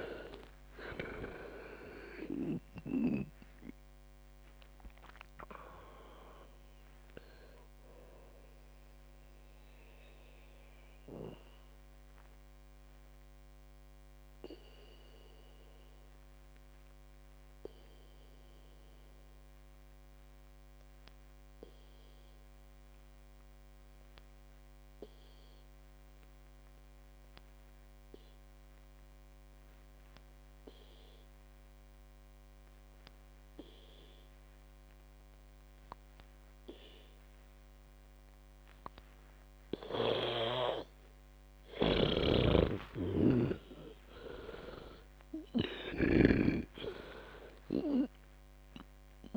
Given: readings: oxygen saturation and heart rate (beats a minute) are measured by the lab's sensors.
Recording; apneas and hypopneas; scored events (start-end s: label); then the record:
breathing in sleep by a microphone on the trachea; 1
0.00-28.50 s: oxygen desaturation (device-marked, oxygen 89% lowest, heart rate 51 extreme)
9.50-41.00 s: obstructive apnea (oxygen 99% before, 89% lowest, heart rate 69 before, 51 extreme, up 37 after)
41.50-49.36 s: oxygen desaturation (device-marked, oxygen 99% before, 89% lowest, heart rate 58 before, 54 extreme)
43.00-48.50 s: arousal
43.00-49.36 s: snoring (device-marked)
From the record:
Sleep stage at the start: N2 (light sleep); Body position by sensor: on the back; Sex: female